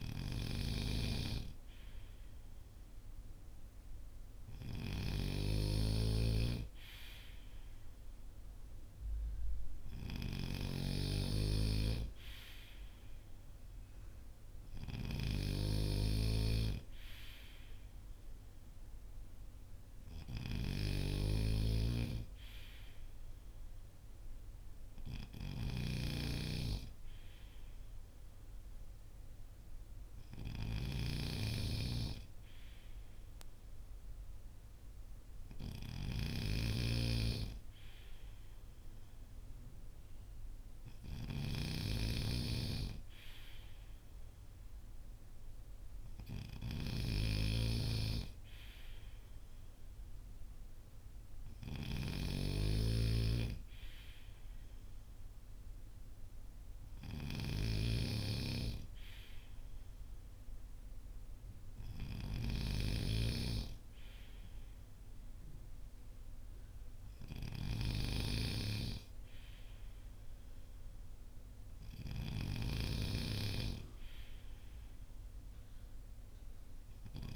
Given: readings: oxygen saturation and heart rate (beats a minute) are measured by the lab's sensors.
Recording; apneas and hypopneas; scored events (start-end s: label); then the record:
breathing in sleep by a room microphone; none
0.00-77.36 s: snoring (device-marked)
From the record:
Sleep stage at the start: N3 (deep sleep); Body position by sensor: on the front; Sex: male